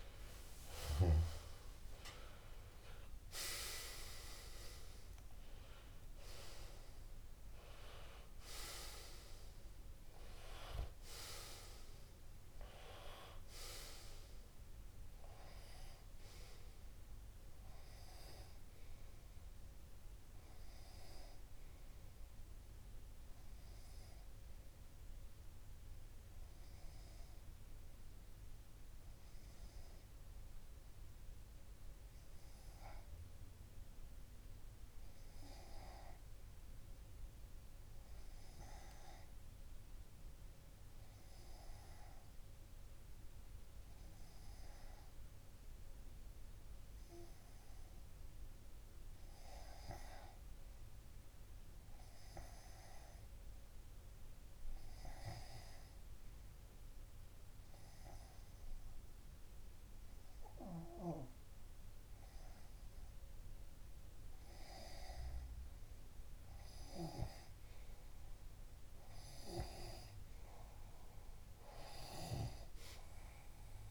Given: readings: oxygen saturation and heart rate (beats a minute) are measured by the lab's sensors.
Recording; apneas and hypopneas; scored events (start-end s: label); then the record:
breathing in sleep by a room microphone; 1
6.00-8.00 s: long interval between heartbeats (device-marked, heart rate 104 before, 79 extreme)
8.50-10.50 s: long interval between heartbeats (device-marked, heart rate 99 before, 70 extreme)
12.50-14.50 s: long interval between heartbeats (device-marked, heart rate 90 before, 54 extreme)
17.00-19.00 s: long interval between heartbeats (device-marked, heart rate 83 before, 73 extreme)
25.00-65.00 s: obstructive apnea (oxygen 95% before, 92% lowest, heart rate 67 before, 28 extreme)
25.50-27.50 s: long interval between heartbeats (device-marked, heart rate 65 before, 57 extreme)
30.50-32.50 s: long interval between heartbeats (device-marked, heart rate 61 before, 67 extreme)
34.50-36.50 s: long interval between heartbeats (device-marked, heart rate 64 before, 89 extreme)
38.50-40.50 s: long interval between heartbeats (device-marked, heart rate 68 before, 85 extreme)
45.50-61.50 s: tachycardia (device-marked, heart rate 93 before, 133 extreme)
51.00-53.00 s: long interval between heartbeats (device-marked, heart rate 81 before, 118 extreme)
53.00-55.00 s: long interval between heartbeats (device-marked, heart rate 86 before, 129 extreme)
55.00-57.00 s: long interval between heartbeats (device-marked, heart rate 91 before, 120 extreme)
58.00-60.00 s: long interval between heartbeats (device-marked, heart rate 97 before, 109 extreme)
60.00-62.00 s: long interval between heartbeats (device-marked, heart rate 100 before, 112 extreme)
62.00-64.00 s: long interval between heartbeats (device-marked, heart rate 104 before, 106 extreme)
66.00-68.00 s: long interval between heartbeats (device-marked, heart rate 113 before, 70 extreme)
67.00-70.00 s: arousal
68.00-70.00 s: long interval between heartbeats (device-marked, heart rate 111 before, 48 extreme)
From the record:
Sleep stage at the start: N2 (light sleep); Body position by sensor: on the back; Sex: male